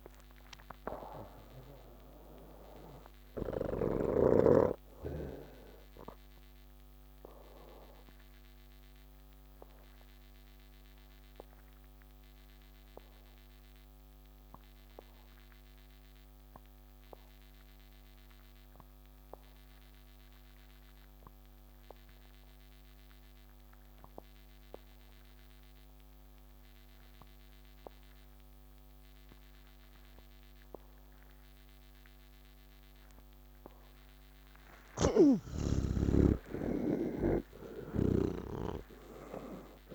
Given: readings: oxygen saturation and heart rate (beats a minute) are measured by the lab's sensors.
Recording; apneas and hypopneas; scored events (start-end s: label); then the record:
breathing in sleep by a microphone on the trachea; 1
0.00-20.00 s: oxygen desaturation (device-marked, oxygen 78% lowest)
7.00-35.50 s: mixed apnea (oxygen 98% before, 77% lowest)
26.00-39.95 s: oxygen desaturation (device-marked, oxygen 98% before, 77% lowest)
35.00-39.95 s: snoring (device-marked)
From the record:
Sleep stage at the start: N3 (deep sleep); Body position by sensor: on the back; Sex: male